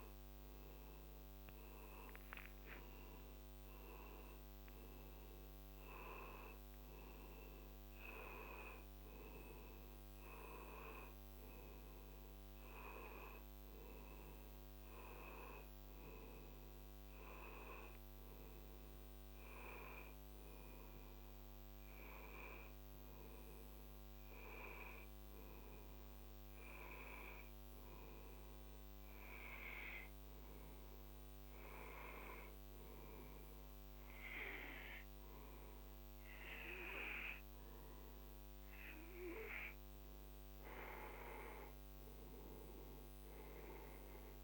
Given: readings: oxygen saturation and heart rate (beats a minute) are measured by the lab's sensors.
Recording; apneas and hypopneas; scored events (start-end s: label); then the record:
breathing in sleep by a microphone on the trachea; 1
17.00-21.50 s: arousal
26.50-40.00 s: hypopnea (oxygen 93% before, 88% lowest, heart rate 60 before, 57 extreme, up 1 after)
42.50-44.43 s: arousal
From the record:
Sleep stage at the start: N2 (light sleep); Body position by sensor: on the back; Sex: male